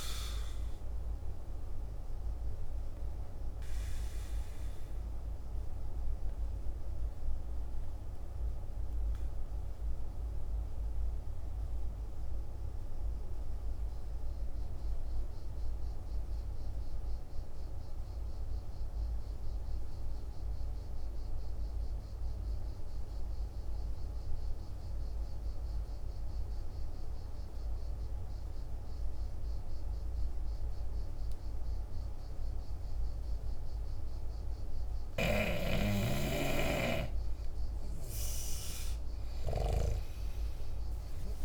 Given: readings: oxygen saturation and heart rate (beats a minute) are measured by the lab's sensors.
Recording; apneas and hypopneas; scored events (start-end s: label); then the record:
breathing in sleep by a room microphone; 1
0.00-15.00 s: oxygen desaturation (device-marked, oxygen 84% lowest, heart rate 48 extreme)
1.00-34.50 s: obstructive apnea (oxygen 98% before, 84% lowest, heart rate 58 before, 48 extreme, up 9 after)
33.00-41.44 s: oxygen desaturation (device-marked, oxygen 99% before, 88% lowest, heart rate 50 before, 48 extreme)
35.00-39.50 s: snoring (device-marked)
36.50-39.50 s: arousal
From the record:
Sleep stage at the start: N2 (light sleep); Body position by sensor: on the back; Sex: male